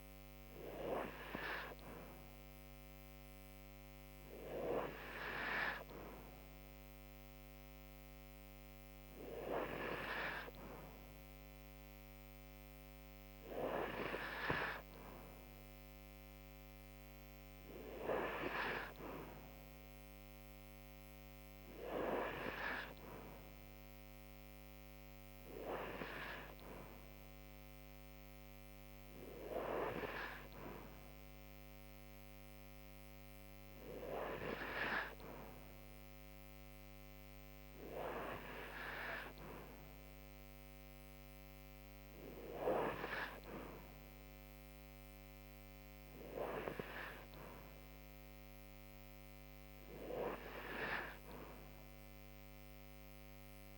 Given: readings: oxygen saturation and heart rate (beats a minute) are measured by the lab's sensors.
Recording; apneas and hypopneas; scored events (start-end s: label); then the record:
breathing in sleep by a microphone on the trachea; none
none scored
From the record:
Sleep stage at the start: N2 (light sleep); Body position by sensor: on the right side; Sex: female